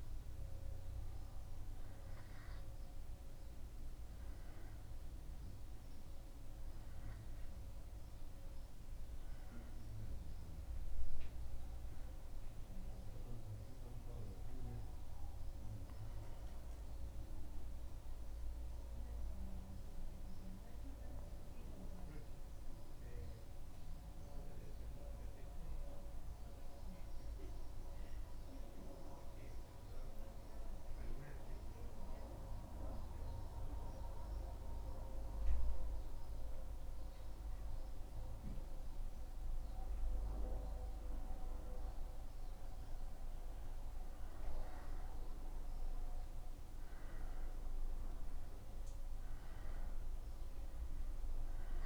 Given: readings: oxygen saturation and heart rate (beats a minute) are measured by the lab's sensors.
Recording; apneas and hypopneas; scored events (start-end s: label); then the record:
breathing in sleep by a room microphone; 1
0.00-7.50 s: oxygen desaturation (device-marked, oxygen 92% lowest, heart rate 74 extreme)
15.50-40.00 s: central apnea (oxygen 95% before, 93% lowest, heart rate 77 before, 76 extreme, up 1 after)
16.50-51.86 s: new sleep stage, N2 (light sleep)
42.00-45.00 s: arousal
From the record:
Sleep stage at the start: N1 (lightest sleep); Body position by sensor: on the back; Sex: male